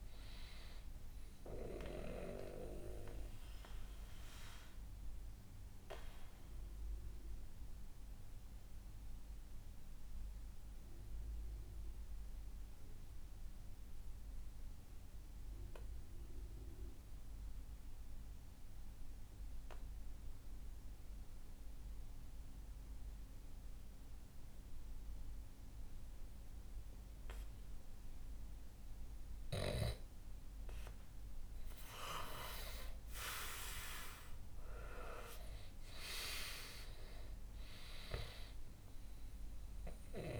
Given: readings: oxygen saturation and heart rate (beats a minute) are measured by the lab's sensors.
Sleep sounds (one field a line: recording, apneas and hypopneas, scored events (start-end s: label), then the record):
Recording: breathing in sleep by a room microphone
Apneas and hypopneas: 1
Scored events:
3.00-30.00 s: mixed apnea (oxygen 98% before, 91% lowest, heart rate 66 before, 62 extreme, up 8 after)
31.00-35.00 s: arousal
33.50-40.40 s: oxygen desaturation (device-marked, oxygen 98% before, 91% lowest, heart rate 65 before, 62 extreme)
From the record:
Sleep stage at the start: N2 (light sleep)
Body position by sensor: on the back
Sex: male